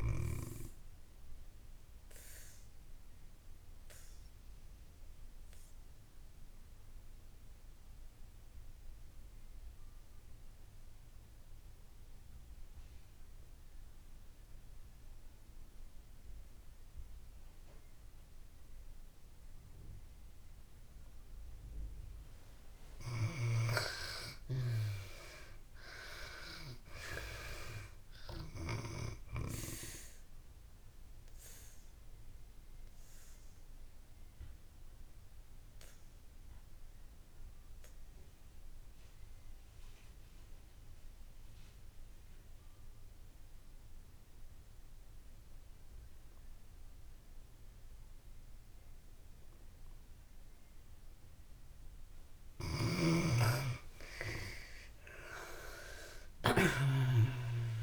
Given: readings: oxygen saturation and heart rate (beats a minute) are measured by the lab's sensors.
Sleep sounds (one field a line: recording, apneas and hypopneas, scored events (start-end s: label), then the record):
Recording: breathing in sleep by a room microphone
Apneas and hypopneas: 2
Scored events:
0.00-18.00 s: oxygen desaturation (device-marked, oxygen 73% lowest)
0.50-21.50 s: obstructive apnea (oxygen 96% before, 73% lowest)
24.00-27.00 s: arousal
24.00-50.00 s: oxygen desaturation (device-marked, oxygen 96% before, 75% lowest)
31.00-51.50 s: obstructive apnea (oxygen 96% before, 73% lowest)
52.00-57.82 s: oxygen desaturation (device-marked, oxygen 95% before, 74% lowest)
53.50-57.00 s: arousal
From the record:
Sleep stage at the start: N2 (light sleep)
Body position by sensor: on the back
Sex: female